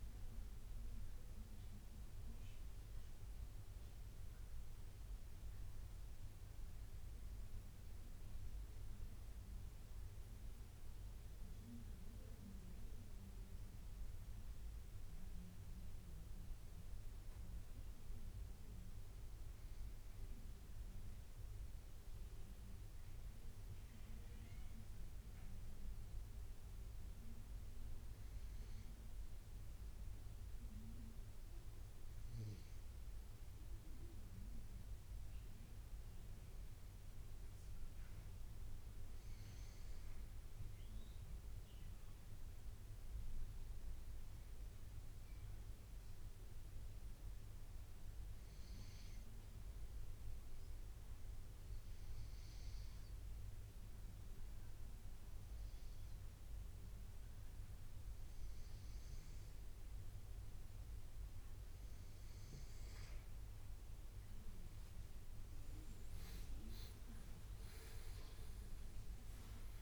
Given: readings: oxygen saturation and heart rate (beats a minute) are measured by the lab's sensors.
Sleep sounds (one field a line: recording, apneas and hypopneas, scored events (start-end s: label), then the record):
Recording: breathing in sleep, hard to hear, by a room microphone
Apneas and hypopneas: 1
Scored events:
49.00-63.00 s: obstructive apnea (oxygen 96% before, 92% lowest, heart rate 82 before, 84 extreme, up 9 after)
65.50-68.50 s: arousal
From the record:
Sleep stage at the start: N2 (light sleep)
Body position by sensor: on the right side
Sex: male